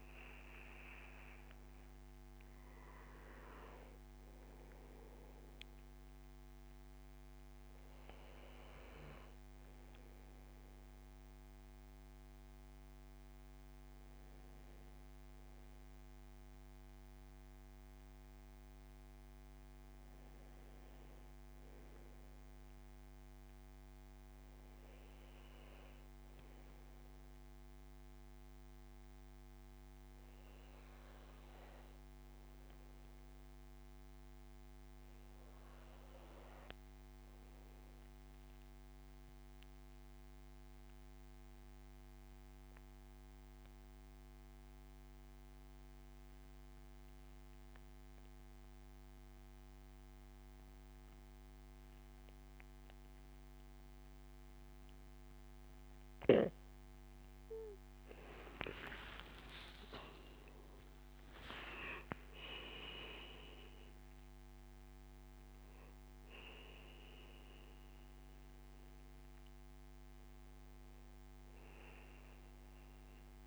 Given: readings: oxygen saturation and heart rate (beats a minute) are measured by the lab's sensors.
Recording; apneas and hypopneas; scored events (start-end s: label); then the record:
breathing in sleep by a microphone on the trachea; 1
0.00-12.00 s: oxygen desaturation (device-marked, oxygen 90% lowest, heart rate 66 extreme)
26.50-56.00 s: obstructive apnea (oxygen 99% before, 90% lowest, heart rate 74 before, 74 extreme, up 15 after)
37.00-73.47 s: oxygen desaturation (device-marked, oxygen 98% before, 90% lowest, heart rate 77 before, 73 extreme)
58.00-62.00 s: arousal
From the record:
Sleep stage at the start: N2 (light sleep); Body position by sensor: on the back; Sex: male